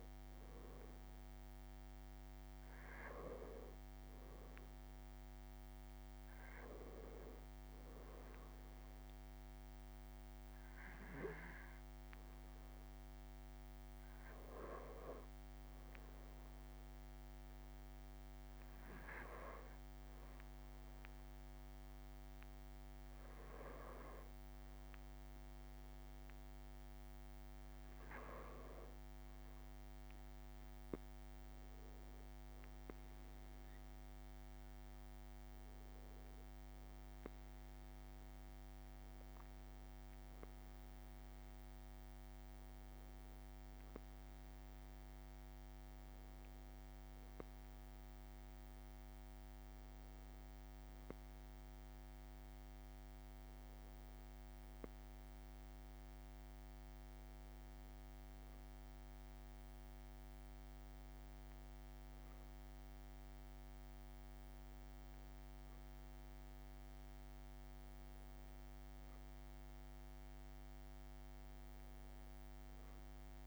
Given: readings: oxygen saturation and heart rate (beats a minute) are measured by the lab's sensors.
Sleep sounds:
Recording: breathing in sleep by a microphone on the trachea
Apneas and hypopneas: none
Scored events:
18.00-20.00 s: long interval between heartbeats (device-marked)
22.00-24.00 s: long interval between heartbeats (device-marked)
28.50-30.50 s: long interval between heartbeats (device-marked)
38.50-40.50 s: long interval between heartbeats (device-marked)
46.00-48.00 s: long interval between heartbeats (device-marked)
52.00-54.00 s: long interval between heartbeats (device-marked)
59.50-61.50 s: long interval between heartbeats (device-marked)
63.00-65.00 s: long interval between heartbeats (device-marked)
71.50-73.47 s: long interval between heartbeats (device-marked)
From the record:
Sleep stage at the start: N1 (lightest sleep)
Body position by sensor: on the back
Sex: male

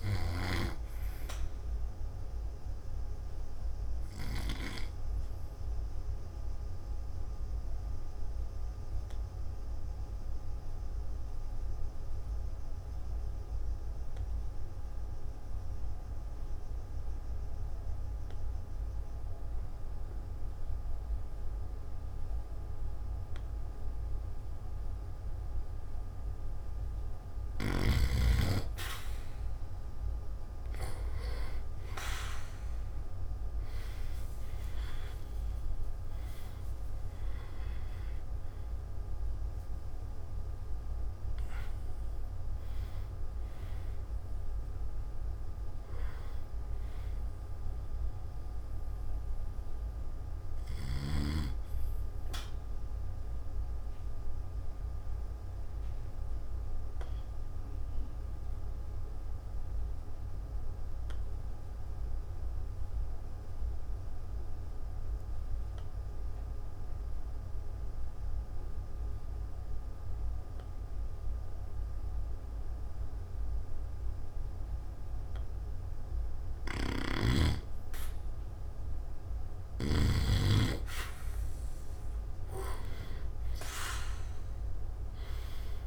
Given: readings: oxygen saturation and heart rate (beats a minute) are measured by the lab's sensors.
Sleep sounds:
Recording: breathing in sleep by a room microphone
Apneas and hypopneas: 2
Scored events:
6.50-26.50 s: obstructive apnea (oxygen 98% before, 90% lowest, heart rate 57 before, 49 extreme, up 2 after)
9.00-22.00 s: oxygen desaturation (device-marked, oxygen 95% before, 90% lowest, heart rate 57 before, 49 extreme)
31.50-35.00 s: arousal
52.50-79.00 s: obstructive apnea (oxygen 98% before, 89% lowest, heart rate 57 before, 48 extreme, up 2 after)
58.00-73.00 s: oxygen desaturation (device-marked, oxygen 96% before, 91% lowest, heart rate 58 before, 48 extreme)
76.50-80.00 s: snoring (device-marked)
82.50-85.87 s: arousal
From the record:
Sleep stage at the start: N2 (light sleep)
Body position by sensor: on the back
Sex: male

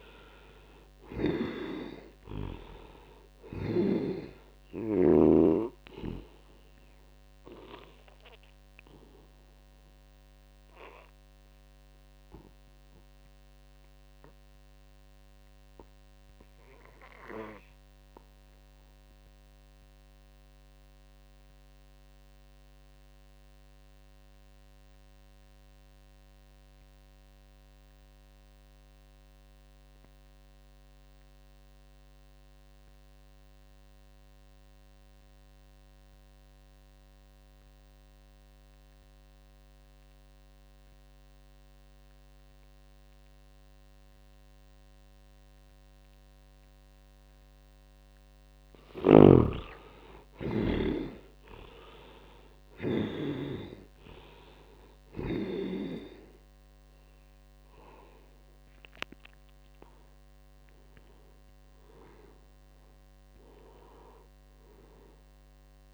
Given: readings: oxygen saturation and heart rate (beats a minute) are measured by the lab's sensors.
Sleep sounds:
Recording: breathing in sleep by a microphone on the trachea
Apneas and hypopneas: 1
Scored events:
0.00-1.00 s: snoring (device-marked)
0.00-1.50 s: arousal
0.00-1.50 s: oxygen desaturation (device-marked, oxygen 85% lowest, heart rate 65 extreme)
5.50-21.50 s: oxygen desaturation (device-marked, oxygen 90% before, 68% lowest, heart rate 74 before, 63 extreme)
7.50-47.00 s: obstructive apnea (oxygen 97% before, 64% lowest, heart rate 75 before, 58 extreme, up 21 after)
23.50-65.94 s: oxygen desaturation (device-marked, oxygen 98% before, 64% lowest, heart rate 83 before, 58 extreme)
48.50-51.50 s: arousal
48.50-53.00 s: snoring (device-marked)
48.50-65.94 s: new sleep stage, N1 (lightest sleep)
From the record:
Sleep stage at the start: REM sleep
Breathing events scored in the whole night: 322 in 4.0 hours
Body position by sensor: on the back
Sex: male

